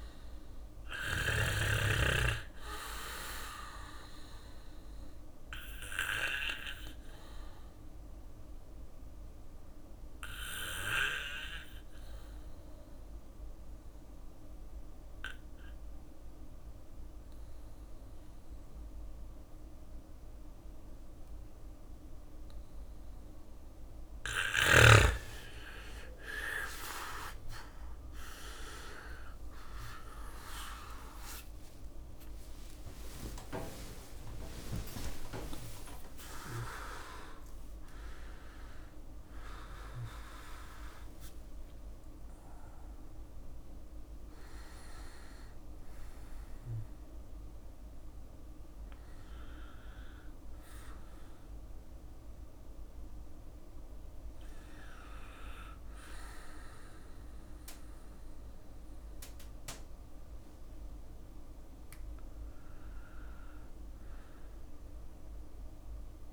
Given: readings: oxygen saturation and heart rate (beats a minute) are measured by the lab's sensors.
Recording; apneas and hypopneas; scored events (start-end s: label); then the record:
a person awake in a sleep study, by a room microphone; 1
0.00-9.00 s: drop in pulse transit time (device-marked, heart rate 56 extreme)
0.00-22.00 s: bradycardia (device-marked, heart rate 56 extreme)
5.00-22.00 s: oxygen desaturation (device-marked, oxygen 99% before, 94% lowest, heart rate 59 before, 55 extreme)
6.50-21.00 s: obstructive apnea (oxygen 99% before, 94% lowest, heart rate 59 before, 55 extreme, up 9 after)
12.00-66.33 s: new sleep stage, awake
27.00-32.00 s: bradycardia (device-marked, heart rate 60 before, 55 extreme)
27.00-46.00 s: drop in pulse transit time (device-marked, heart rate 57 before, 55 extreme)
29.00-31.00 s: long interval between heartbeats (device-marked, heart rate 58 before, 58 extreme)
31.00-44.00 s: oxygen desaturation (device-marked, oxygen 99% before, 94% lowest, heart rate 58 before, 52 extreme)
39.00-41.00 s: long interval between heartbeats (device-marked, heart rate 61 before, 63 extreme)
47.00-66.33 s: bradycardia (device-marked, heart rate 61 before, 52 extreme)
From the record:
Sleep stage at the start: N2 (light sleep); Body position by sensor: on the back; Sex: male